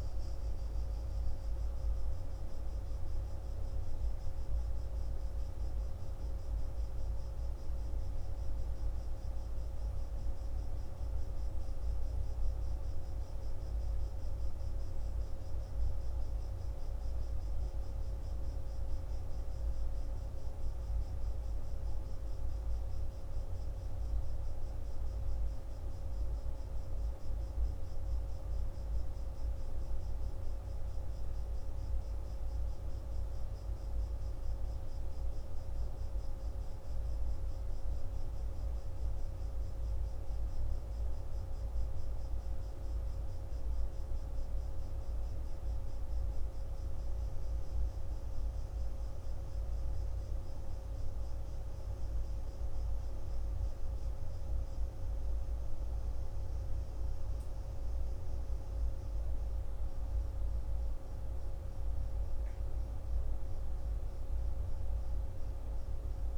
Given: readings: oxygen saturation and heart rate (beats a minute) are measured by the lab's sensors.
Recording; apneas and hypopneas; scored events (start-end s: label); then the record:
a person awake in a sleep study, hard to hear, by a room microphone; none
none scored
From the record:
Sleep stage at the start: awake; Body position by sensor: on the back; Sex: male